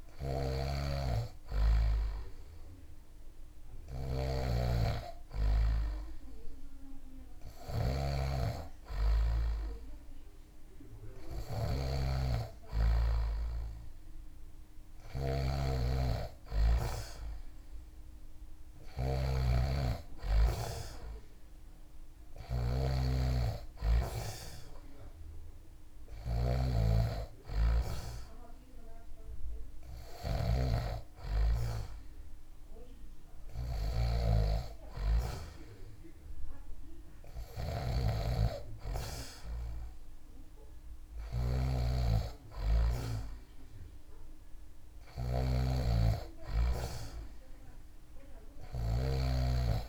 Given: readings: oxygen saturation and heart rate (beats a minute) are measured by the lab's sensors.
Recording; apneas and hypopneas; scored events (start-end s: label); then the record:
breathing in sleep by a room microphone; none
0.00-49.89 s: snoring (device-marked)
38.00-49.89 s: new sleep stage, awake
From the record:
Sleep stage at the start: N2 (light sleep); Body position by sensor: on the back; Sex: male